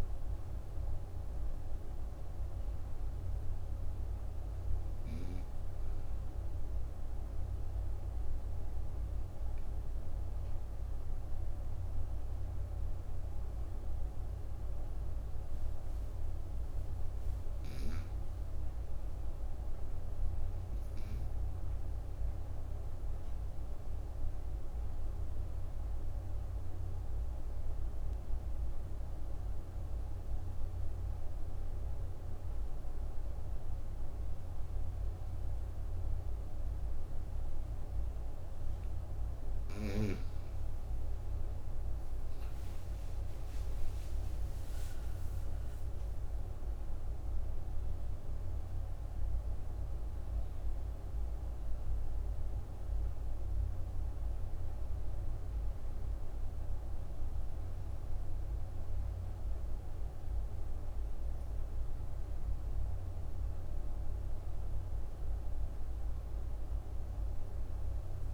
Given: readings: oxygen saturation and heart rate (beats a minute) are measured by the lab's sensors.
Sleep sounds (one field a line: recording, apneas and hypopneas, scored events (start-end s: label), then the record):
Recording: breathing in sleep, hard to hear, by a room microphone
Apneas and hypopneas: 2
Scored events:
4.50-15.00 s: obstructive apnea (oxygen 98% before, 89% lowest)
22.50-39.50 s: obstructive apnea (oxygen 98% before, 89% lowest)
29.50-68.34 s: oxygen desaturation (device-marked, oxygen 98% before, 89% lowest)
41.00-45.50 s: arousal
From the record:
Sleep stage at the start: N2 (light sleep)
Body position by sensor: on the right side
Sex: female